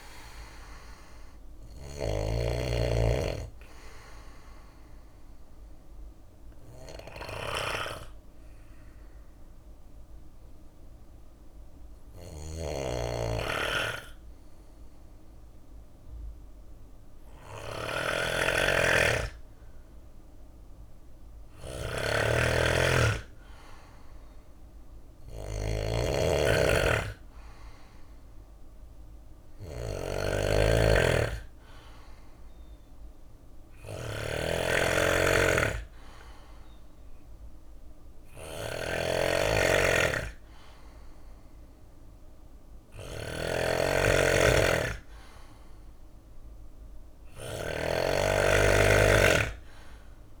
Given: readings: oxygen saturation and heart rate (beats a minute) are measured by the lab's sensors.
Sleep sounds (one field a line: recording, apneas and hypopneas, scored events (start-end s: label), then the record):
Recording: breathing in sleep by a room microphone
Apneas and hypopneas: 2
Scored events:
0.00-18.00 s: oxygen desaturation (device-marked, oxygen 89% lowest, heart rate 54 extreme)
1.00-22.00 s: bradycardia (device-marked, heart rate 64 before, 54 extreme)
3.50-17.50 s: obstructive apnea (oxygen 98% before, 89% lowest, heart rate 60 before, 56 extreme, up 4 after)
11.50-50.40 s: snoring (device-marked)
19.50-23.50 s: arousal
28.00-48.00 s: bradycardia (device-marked, heart rate 64 before, 57 extreme)
32.50-44.50 s: hypopnea (oxygen 97% before, 92% lowest, heart rate 59 before, 58 extreme, up 3 after)
47.50-50.40 s: arousal
From the record:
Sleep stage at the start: N2 (light sleep)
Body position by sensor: on the back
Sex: male